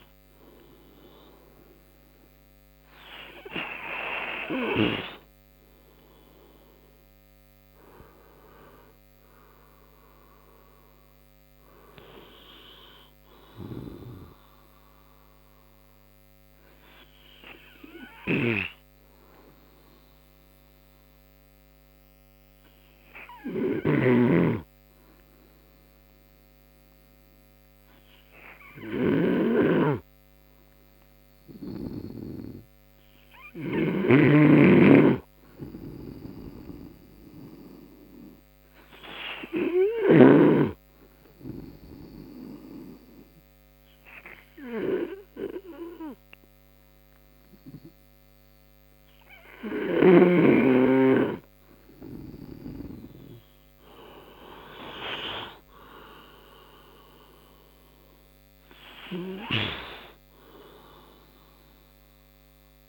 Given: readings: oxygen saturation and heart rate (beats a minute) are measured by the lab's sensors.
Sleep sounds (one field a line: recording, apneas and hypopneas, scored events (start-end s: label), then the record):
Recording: breathing in sleep by a microphone on the trachea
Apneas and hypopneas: 1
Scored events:
17.00-52.50 s: obstructive apnea (oxygen 96% before, 88% lowest, heart rate 73 before, 55 extreme, up 21 after)
34.50-41.00 s: snoring (device-marked)
37.50-50.50 s: oxygen desaturation (device-marked, oxygen 97% before, 91% lowest, heart rate 61 before, 55 extreme)
56.00-59.50 s: arousal
60.50-62.89 s: oxygen desaturation (device-marked, oxygen 93% before, 88% lowest, heart rate 75 before, 55 extreme)
From the record:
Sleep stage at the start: N2 (light sleep)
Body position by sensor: on the right side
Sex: male